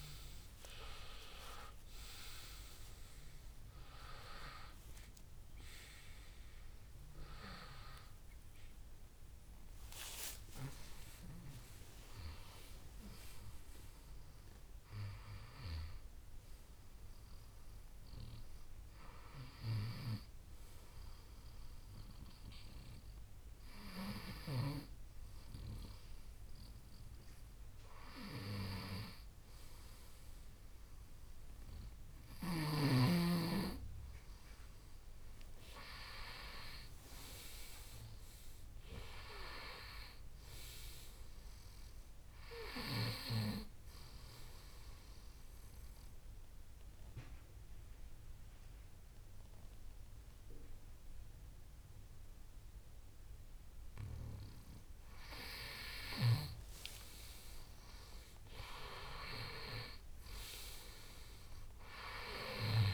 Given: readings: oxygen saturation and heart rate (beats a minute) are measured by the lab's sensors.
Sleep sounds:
breathing in sleep by a room microphone; 2
0.50-19.50 s: oxygen desaturation (device-marked, oxygen 97% before, 93% lowest, heart rate 74 before, 68 extreme)
18.00-31.00 s: obstructive apnea (oxygen 97% before, 94% lowest, heart rate 79 before, 68 extreme, up 8 after)
34.50-38.50 s: arousal
44.50-55.50 s: obstructive apnea (oxygen 97% before, 94% lowest, heart rate 73 before, 71 extreme, up 7 after)
58.50-62.50 s: arousal
From the record:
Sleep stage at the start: N2 (light sleep); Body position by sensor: on the right side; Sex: male

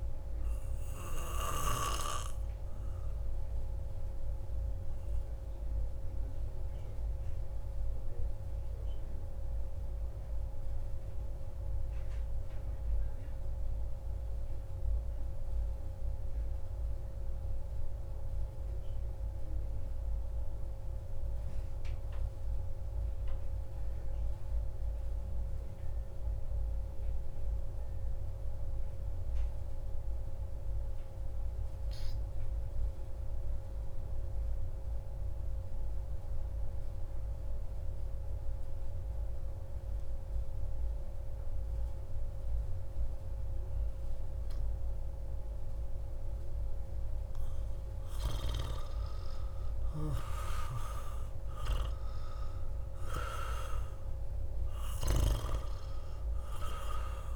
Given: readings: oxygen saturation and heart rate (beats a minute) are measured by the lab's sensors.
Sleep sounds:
breathing in sleep by a room microphone; 1
0.00-10.50 s: oxygen desaturation (device-marked, oxygen 87% lowest)
3.50-46.50 s: mixed apnea (oxygen 94% before, 87% lowest)
35.50-57.36 s: oxygen desaturation (device-marked, oxygen 98% before, 90% lowest)
47.50-51.50 s: arousal
From the record:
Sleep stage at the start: N2 (light sleep); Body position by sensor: on the back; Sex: male

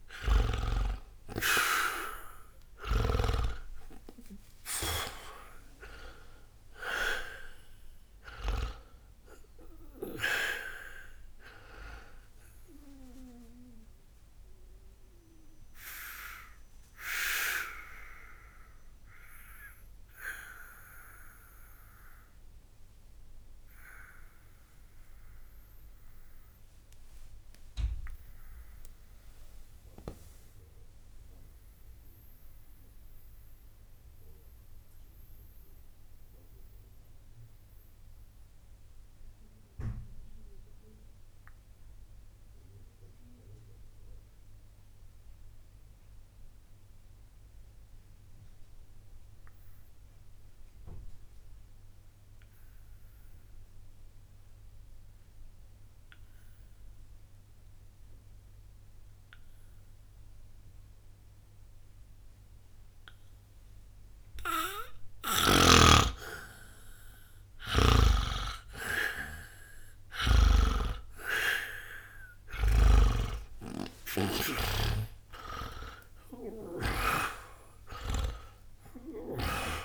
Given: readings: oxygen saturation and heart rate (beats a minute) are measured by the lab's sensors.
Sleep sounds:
breathing in sleep by a room microphone; 1
0.00-1.00 s: arousal
0.00-3.00 s: snoring (device-marked)
0.00-41.00 s: oxygen desaturation (device-marked, oxygen 76% lowest, heart rate 59 extreme)
13.50-64.50 s: obstructive apnea (oxygen 99% before, 76% lowest, heart rate 84 before, 60 extreme, up 0 after)
60.00-79.85 s: oxygen desaturation (device-marked, oxygen 99% before, 76% lowest, heart rate 60 before, 60 extreme)
70.50-76.50 s: arousal
From the record:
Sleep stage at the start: N2 (light sleep); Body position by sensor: on the back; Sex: male

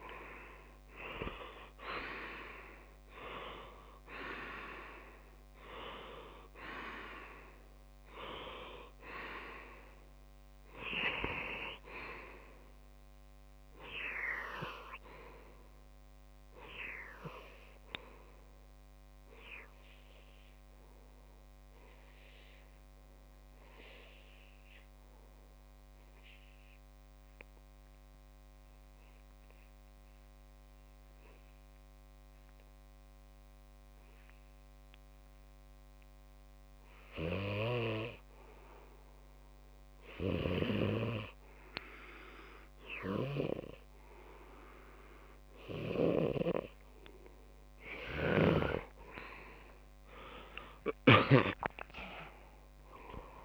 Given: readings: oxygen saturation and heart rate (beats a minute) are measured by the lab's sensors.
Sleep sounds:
breathing in sleep by a microphone on the trachea; 1
0.00-1.00 s: arousal
1.50-18.50 s: oxygen desaturation (device-marked, oxygen 96% before, 92% lowest)
21.00-47.50 s: obstructive apnea (oxygen 96% before, 92% lowest)
50.00-53.45 s: arousal
From the record:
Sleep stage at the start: REM sleep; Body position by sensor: on the left side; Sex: male

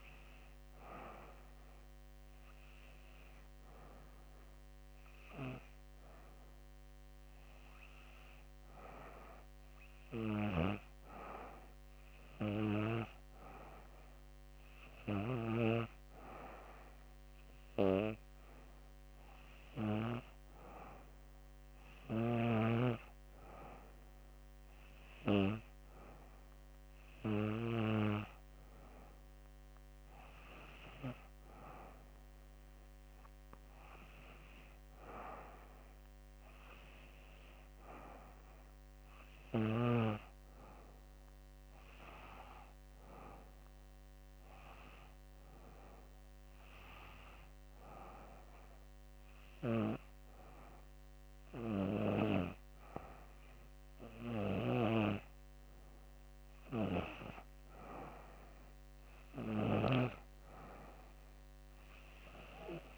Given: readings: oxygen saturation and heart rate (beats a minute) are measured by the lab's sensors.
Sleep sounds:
breathing in sleep by a microphone on the trachea; none
none scored
From the record:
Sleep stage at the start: N2 (light sleep); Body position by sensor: on the back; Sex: female

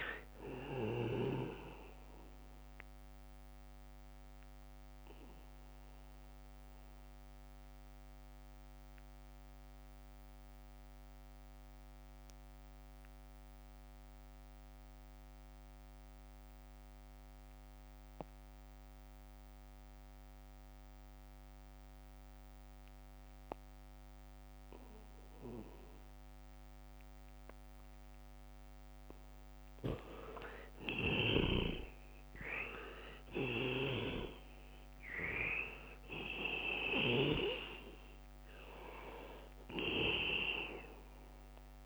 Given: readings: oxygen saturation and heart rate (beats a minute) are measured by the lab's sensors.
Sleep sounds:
breathing in sleep by a microphone on the trachea; 1
0.00-5.00 s: leg movement (device-marked)
0.00-19.00 s: oxygen desaturation (device-marked, oxygen 80% lowest, heart rate 67 extreme)
5.00-26.50 s: obstructive apnea (oxygen 99% before, 78% lowest, heart rate 70 before, 68 extreme, up 1 after)
8.00-9.50 s: leg movement (device-marked)
21.50-24.50 s: leg movement (device-marked)
25.00-41.86 s: oxygen desaturation (device-marked, oxygen 99% before, 78% lowest, heart rate 71 before, 68 extreme)
27.50-34.50 s: leg movement (device-marked)
31.00-35.00 s: arousal
35.00-41.86 s: leg movement (device-marked)
From the record:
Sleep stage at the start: N2 (light sleep); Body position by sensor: on the back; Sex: male

